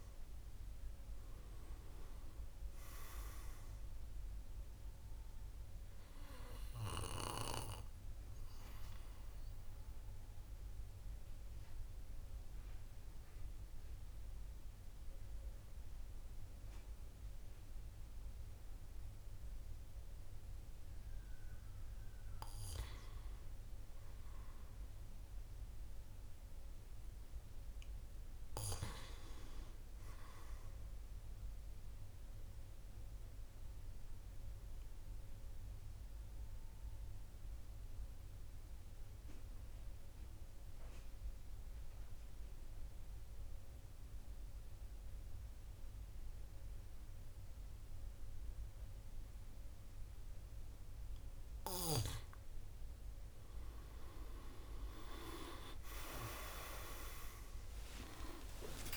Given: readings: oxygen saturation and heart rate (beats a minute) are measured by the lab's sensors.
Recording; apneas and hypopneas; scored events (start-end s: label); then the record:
breathing in sleep by a room microphone; 2
0.00-19.50 s: oxygen desaturation (device-marked, oxygen 91% lowest, heart rate 46 extreme)
6.50-21.50 s: obstructive apnea (oxygen 99% before, 90% lowest, heart rate 54 before, 46 extreme, up 7 after)
23.00-26.50 s: arousal
32.50-51.00 s: obstructive apnea (oxygen 99% before, 90% lowest, heart rate 49 before, 47 extreme, up 15 after)
54.50-58.97 s: oxygen desaturation (device-marked, oxygen 97% before, 90% lowest, heart rate 50 before, 54 extreme)
56.50-58.97 s: arousal
From the record:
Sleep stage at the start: N2 (light sleep); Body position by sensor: on the back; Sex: male